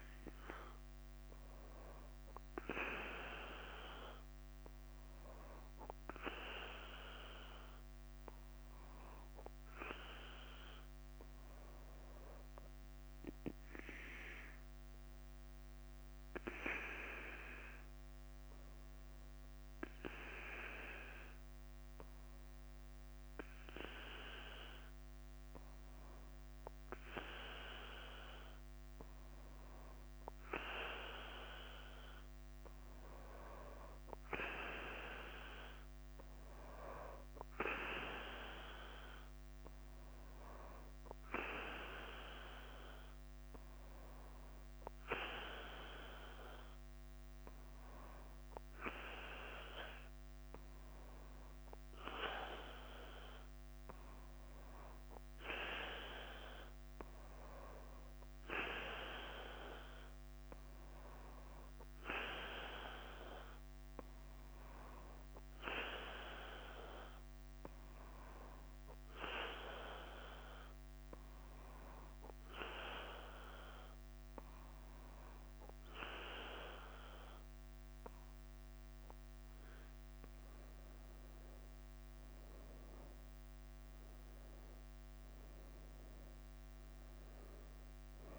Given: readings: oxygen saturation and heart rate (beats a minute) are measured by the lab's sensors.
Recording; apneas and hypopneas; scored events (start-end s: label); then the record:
breathing in sleep by a microphone on the trachea; 2
0.00-88.39 s: bradycardia (device-marked, heart rate 42 extreme)
7.00-10.50 s: arousal
14.00-30.00 s: hypopnea (oxygen 98% before, 94% lowest, heart rate 50 before, 48 extreme, up 2 after)
32.50-35.50 s: arousal
64.50-78.00 s: obstructive apnea (oxygen 97% before, 94% lowest, heart rate 50 before, 49 extreme, up 2 after)
79.50-83.50 s: arousal
From the record:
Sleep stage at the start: N2 (light sleep); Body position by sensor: on the back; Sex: male